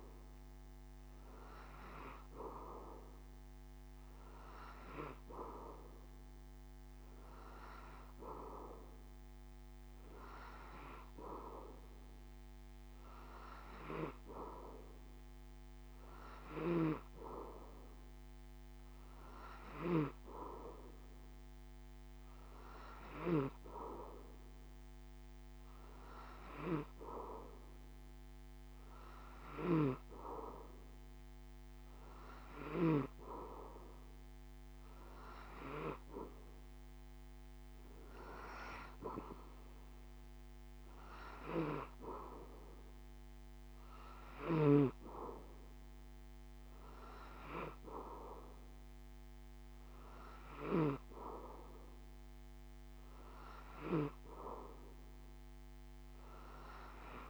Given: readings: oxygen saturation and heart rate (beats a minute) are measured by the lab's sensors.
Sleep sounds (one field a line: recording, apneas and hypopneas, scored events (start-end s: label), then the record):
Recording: breathing in sleep by a microphone on the trachea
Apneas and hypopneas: none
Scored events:
29.50-33.00 s: snoring (device-marked)
From the record:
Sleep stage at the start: N3 (deep sleep)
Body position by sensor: on the back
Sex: male